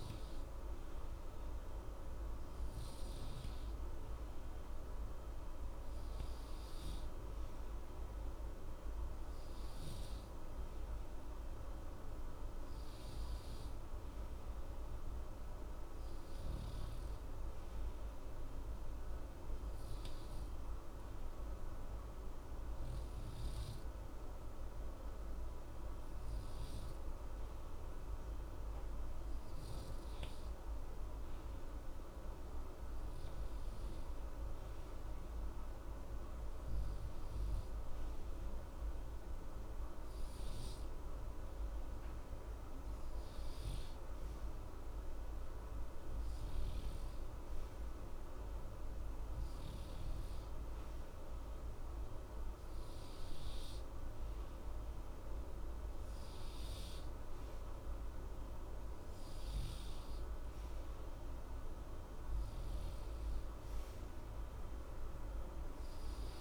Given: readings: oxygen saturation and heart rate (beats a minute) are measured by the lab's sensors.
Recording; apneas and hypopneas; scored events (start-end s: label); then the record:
breathing in sleep, hard to hear, by a room microphone; 1
20.00-33.00 s: obstructive apnea (oxygen 94% before, 93% lowest, heart rate 60 before, 60 extreme, up 0 after)
36.00-39.00 s: arousal
From the record:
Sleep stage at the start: N2 (light sleep); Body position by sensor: on the right side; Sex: male